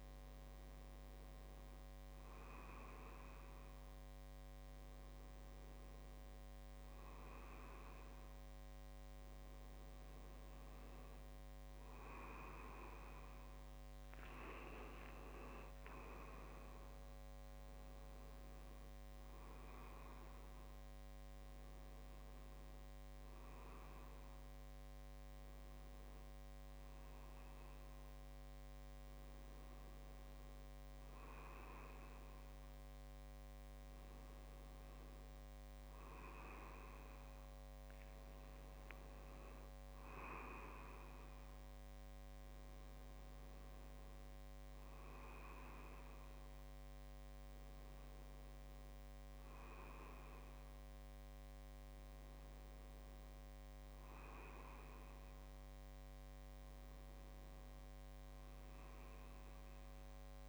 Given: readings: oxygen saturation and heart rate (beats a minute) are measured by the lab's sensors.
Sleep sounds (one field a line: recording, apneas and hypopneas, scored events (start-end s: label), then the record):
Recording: breathing in sleep, hard to hear, by a microphone on the trachea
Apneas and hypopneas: none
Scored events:
14.50-17.00 s: leg movement (device-marked)
15.50-19.00 s: arousal
From the record:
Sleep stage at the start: N1 (lightest sleep)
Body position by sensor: on the right side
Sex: male